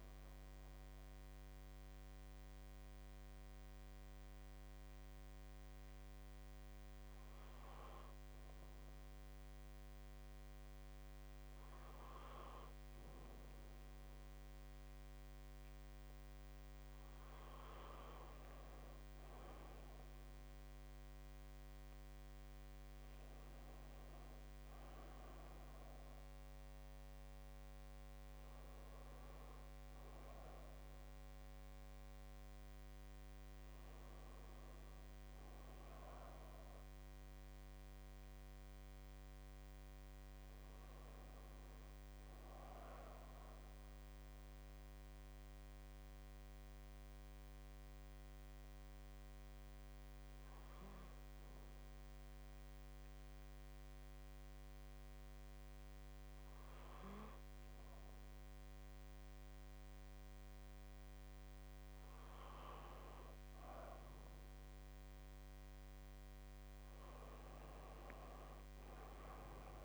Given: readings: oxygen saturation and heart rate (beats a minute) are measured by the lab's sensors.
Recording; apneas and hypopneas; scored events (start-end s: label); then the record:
breathing in sleep by a microphone on the trachea; 2
2.00-17.00 s: hypopnea (oxygen 98% before, 95% lowest, heart rate 67 before, 66 extreme, up 0 after)
18.00-69.85 s: new sleep stage, N1 (lightest sleep)
18.50-22.50 s: arousal
45.00-63.00 s: mixed apnea (oxygen 97% before, 94% lowest, heart rate 68 before, 65 extreme, up 2 after)
65.00-69.50 s: arousal
From the record:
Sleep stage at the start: N2 (light sleep); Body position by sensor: on the right side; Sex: male